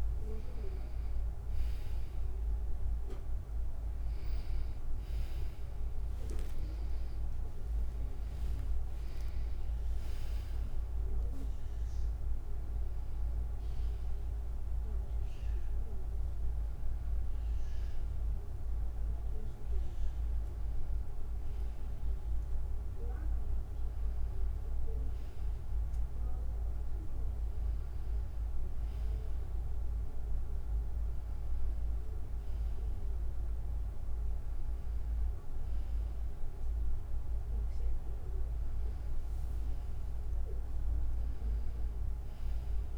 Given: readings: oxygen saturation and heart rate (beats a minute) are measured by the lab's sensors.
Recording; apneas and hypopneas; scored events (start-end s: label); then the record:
a person awake in a sleep study, hard to hear, by a room microphone; none
5.00-12.00 s: tachycardia (device-marked, heart rate 80 before, 135 extreme)
24.00-42.98 s: new sleep stage, N1 (lightest sleep)
From the record:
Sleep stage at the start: awake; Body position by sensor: on the back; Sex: female